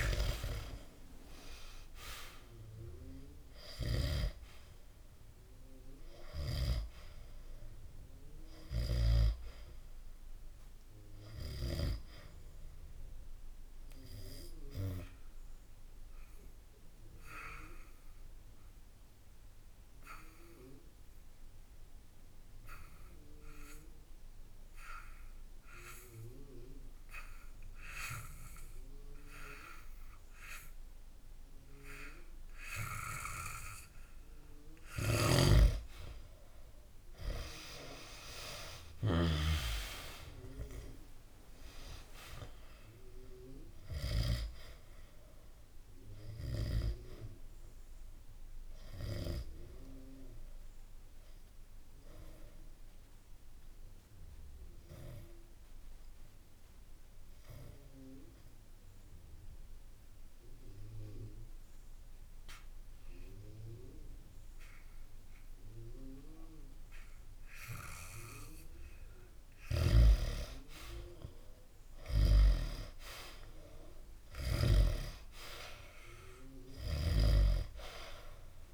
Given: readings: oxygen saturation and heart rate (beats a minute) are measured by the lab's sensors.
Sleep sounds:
breathing in sleep by a room microphone; 2
0.00-4.00 s: snoring (device-marked)
0.00-23.50 s: oxygen desaturation (device-marked, oxygen 89% lowest, heart rate 64 extreme)
13.50-34.50 s: obstructive apnea (oxygen 97% before, 89% lowest, heart rate 67 before, 64 extreme, up 3 after)
34.50-44.00 s: snoring (device-marked)
35.50-51.50 s: oxygen desaturation (device-marked, oxygen 98% before, 90% lowest, heart rate 69 before, 63 extreme)
36.00-40.50 s: arousal
46.00-69.00 s: obstructive apnea (oxygen 98% before, 89% lowest, heart rate 67 before, 63 extreme)
69.50-74.50 s: snoring (device-marked)
71.00-75.00 s: arousal
From the record:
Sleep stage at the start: N2 (light sleep); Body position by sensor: on the back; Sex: male

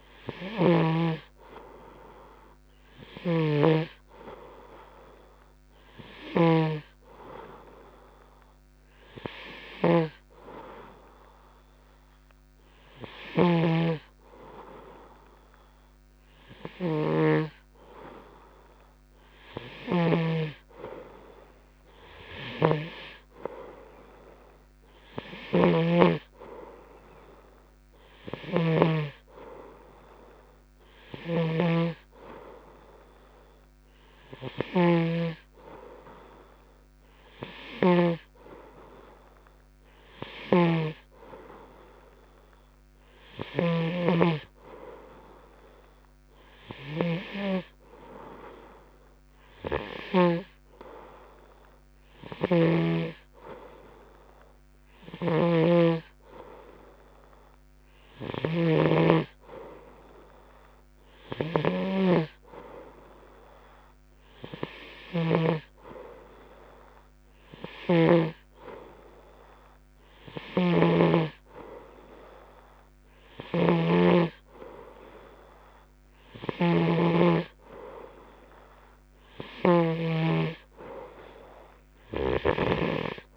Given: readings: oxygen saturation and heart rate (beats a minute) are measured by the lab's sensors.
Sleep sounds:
breathing in sleep by a microphone on the trachea; none
0.00-1.50 s: snoring (device-marked)
0.00-4.00 s: oxygen desaturation (device-marked, oxygen 91% lowest)
3.50-38.50 s: snoring (device-marked)
40.50-44.50 s: snoring (device-marked)
55.50-66.00 s: snoring (device-marked)
70.50-80.50 s: snoring (device-marked)
From the record:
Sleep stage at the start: N2 (light sleep); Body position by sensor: on the right side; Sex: male

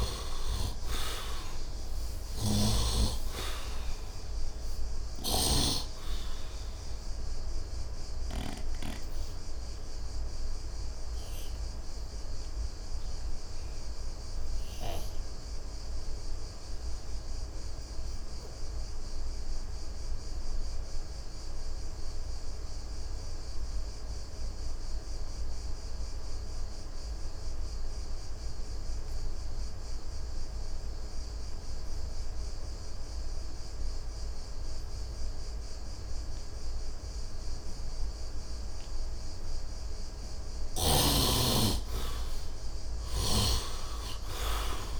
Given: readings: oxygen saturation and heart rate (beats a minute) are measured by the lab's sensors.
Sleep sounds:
breathing in sleep by a room microphone; 1
0.00-24.00 s: oxygen desaturation (device-marked, oxygen 69% lowest, heart rate 73 extreme)
2.00-8.50 s: snoring (device-marked)
8.50-39.00 s: obstructive apnea (oxygen 98% before, 67% lowest, heart rate 85 before, 67 extreme, up 12 after)
26.00-45.00 s: oxygen desaturation (device-marked, oxygen 99% before, 67% lowest, heart rate 77 before, 67 extreme)
41.00-45.00 s: arousal
From the record:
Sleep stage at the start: N2 (light sleep); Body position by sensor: on the right side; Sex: male

